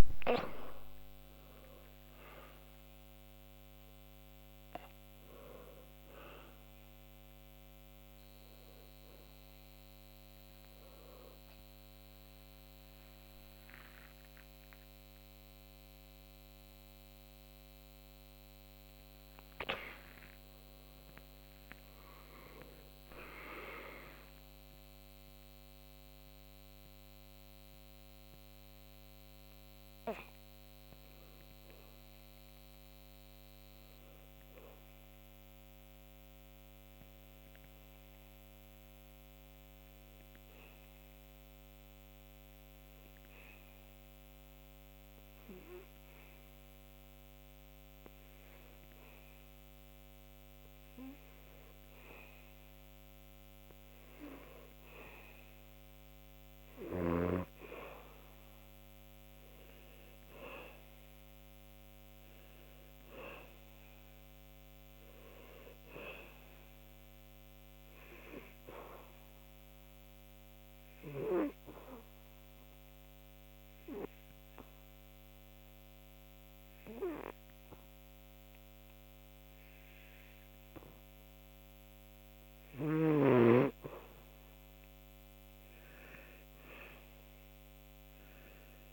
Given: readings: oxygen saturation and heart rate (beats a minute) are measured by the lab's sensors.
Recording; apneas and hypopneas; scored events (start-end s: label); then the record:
breathing in sleep by a microphone on the trachea; 2
13.00-15.00 s: long interval between heartbeats (device-marked, heart rate 90 before, 105 extreme)
16.00-18.00 s: long interval between heartbeats (device-marked, heart rate 95 before, 149 extreme)
18.50-20.50 s: long interval between heartbeats (device-marked, heart rate 102 before, 152 extreme)
36.50-51.50 s: hypopnea (oxygen 98% before, 89% lowest, heart rate 106 before, 72 extreme, up 0 after)
40.00-88.93 s: new sleep stage, N2 (light sleep)
54.00-58.00 s: arousal
56.00-78.00 s: oxygen desaturation (device-marked, oxygen 97% before, 91% lowest, heart rate 76 before, 73 extreme)
70.00-83.00 s: obstructive apnea (oxygen 97% before, 89% lowest, heart rate 73 before, 73 extreme, up 6 after)
85.50-88.93 s: arousal
From the record:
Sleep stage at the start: N1 (lightest sleep); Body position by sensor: on the back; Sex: male